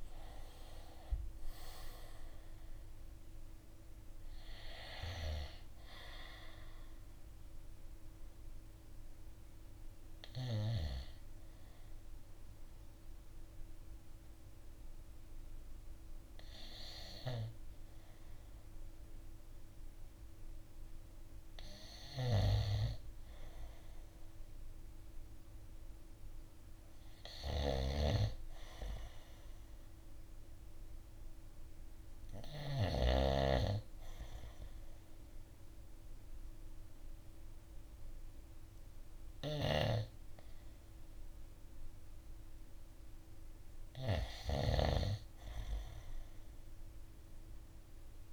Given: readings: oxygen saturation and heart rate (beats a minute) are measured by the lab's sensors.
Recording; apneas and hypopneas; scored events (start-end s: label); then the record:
breathing in sleep by a room microphone; 1
6.50-20.00 s: hypopnea (oxygen 96% before, 90% lowest, heart rate 57 before, 51 extreme, up 4 after)
20.50-26.50 s: oxygen desaturation (device-marked, oxygen 95% before, 90% lowest, heart rate 55 before, 53 extreme)
22.50-26.00 s: arousal
38.50-48.33 s: snoring (device-marked)
From the record:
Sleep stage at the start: N2 (light sleep); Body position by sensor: on the right side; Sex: male